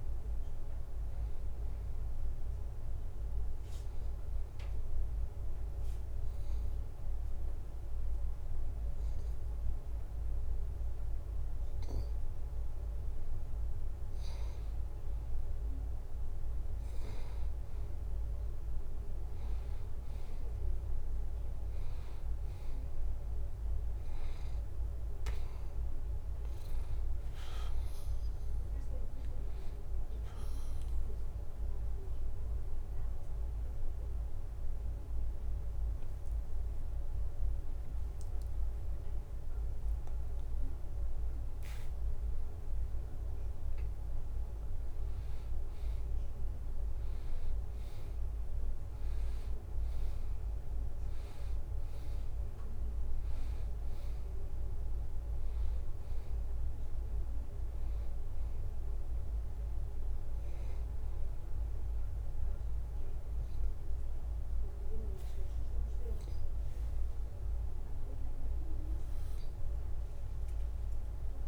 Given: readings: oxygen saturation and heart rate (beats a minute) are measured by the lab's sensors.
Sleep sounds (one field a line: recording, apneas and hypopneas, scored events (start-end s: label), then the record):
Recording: breathing in sleep, hard to hear, by a room microphone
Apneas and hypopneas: 2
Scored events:
3.50-15.00 s: hypopnea (oxygen 93% before, 89% lowest, heart rate 85 before, 78 extreme, up 0 after)
18.50-23.50 s: arousal
24.00-37.00 s: oxygen desaturation (device-marked, oxygen 94% before, 90% lowest, heart rate 79 before, 80 extreme)
32.00-44.50 s: obstructive apnea (oxygen 94% before, 89% lowest, heart rate 79 before, 79 extreme, up 3 after)
47.00-51.00 s: arousal
50.00-68.00 s: oxygen desaturation (device-marked, oxygen 94% before, 89% lowest, heart rate 84 before, 78 extreme)
From the record:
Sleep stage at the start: N2 (light sleep)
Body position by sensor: on the back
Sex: male